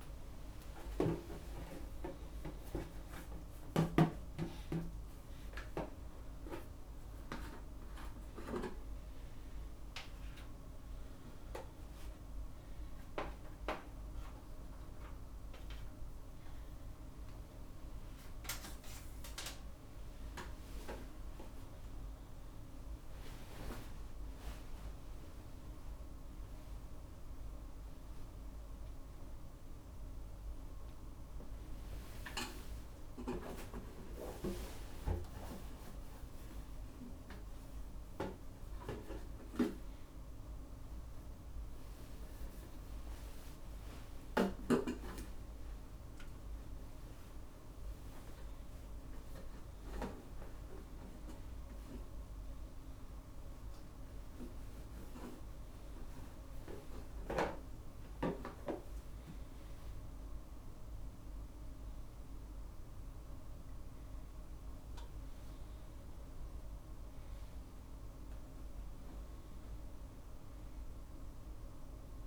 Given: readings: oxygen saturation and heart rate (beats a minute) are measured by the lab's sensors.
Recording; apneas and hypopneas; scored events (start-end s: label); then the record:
a person awake in a sleep study, by a room microphone; none
0.00-2.50 s: tachycardia (device-marked, heart rate 169 extreme)
1.00-3.00 s: long interval between heartbeats (device-marked, heart rate 105 before, 158 extreme)
9.50-19.50 s: drop in pulse transit time (device-marked, heart rate 121 before, 80 extreme)
10.00-12.00 s: long interval between heartbeats (device-marked, heart rate 121 before, 80 extreme)
10.50-19.50 s: tachycardia (device-marked, heart rate 66 before, 131 extreme)
14.00-16.00 s: long interval between heartbeats (device-marked, heart rate 120 before, 115 extreme)
16.50-18.50 s: long interval between heartbeats (device-marked, heart rate 117 before, 108 extreme)
23.50-30.50 s: tachycardia (device-marked, heart rate 68 before, 120 extreme)
24.00-26.00 s: long interval between heartbeats (device-marked, heart rate 104 before, 77 extreme)
28.50-30.50 s: long interval between heartbeats (device-marked, heart rate 103 before, 115 extreme)
32.00-34.00 s: long interval between heartbeats (device-marked, heart rate 108 before, 107 extreme)
39.50-47.50 s: tachycardia (device-marked, heart rate 69 before, 131 extreme)
43.00-45.00 s: long interval between heartbeats (device-marked, heart rate 95 before, 102 extreme)
45.00-47.00 s: long interval between heartbeats (device-marked, heart rate 97 before, 129 extreme)
47.50-49.50 s: long interval between heartbeats (device-marked, heart rate 103 before, 131 extreme)
51.50-57.50 s: tachycardia (device-marked, heart rate 70 before, 122 extreme)
53.50-55.50 s: long interval between heartbeats (device-marked, heart rate 102 before, 94 extreme)
55.50-70.50 s: oxygen desaturation (device-marked, oxygen 96% before, 93% lowest, heart rate 103 before, 61 extreme)
68.00-70.00 s: long interval between heartbeats (device-marked, heart rate 98 before, 79 extreme)
From the record:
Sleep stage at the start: awake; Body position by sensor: on the right side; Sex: male